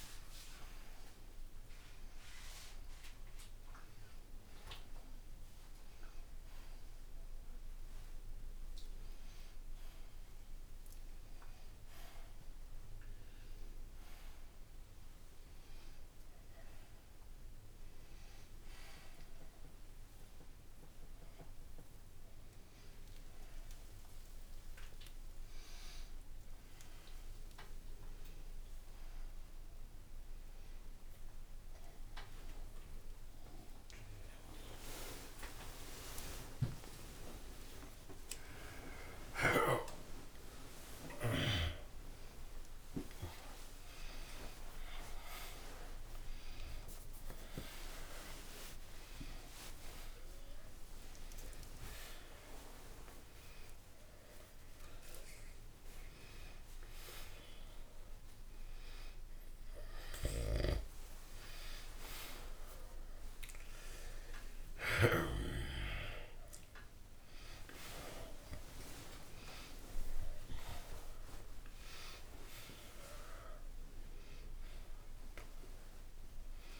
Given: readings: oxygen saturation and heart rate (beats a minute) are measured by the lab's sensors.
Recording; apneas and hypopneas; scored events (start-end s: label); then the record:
a person awake in a sleep study, by a room microphone; none
7.00-18.00 s: oxygen desaturation (device-marked, oxygen 98% before, 94% lowest, heart rate 94 before, 73 extreme)
From the record:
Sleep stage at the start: awake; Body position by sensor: on the back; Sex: male